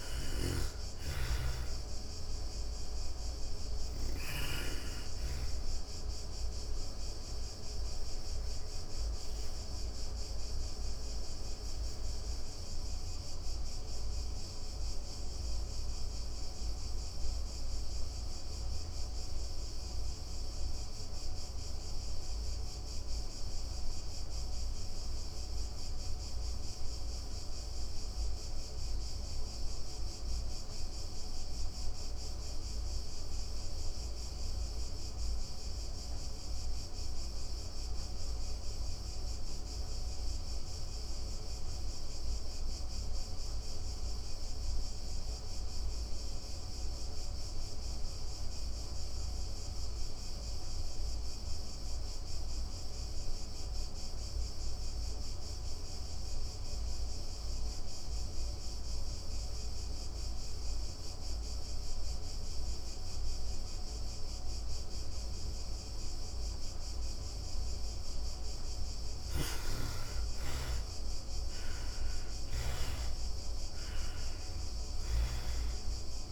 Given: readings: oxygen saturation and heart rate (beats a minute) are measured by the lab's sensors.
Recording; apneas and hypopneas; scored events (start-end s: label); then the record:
breathing in sleep, hard to hear, by a room microphone; 1
0.00-3.50 s: snoring (device-marked)
0.00-27.00 s: oxygen desaturation (device-marked, oxygen 83% lowest, heart rate 105 extreme)
6.50-66.00 s: obstructive apnea (oxygen 98% before, 62% lowest, heart rate 160 before, 91 extreme, up 3 after)
34.00-76.32 s: oxygen desaturation (device-marked, oxygen 98% before, 62% lowest, heart rate 141 before, 67 extreme)
68.00-71.50 s: arousal
68.00-71.50 s: snoring (device-marked)
From the record:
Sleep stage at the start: N2 (light sleep); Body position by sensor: on the back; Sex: female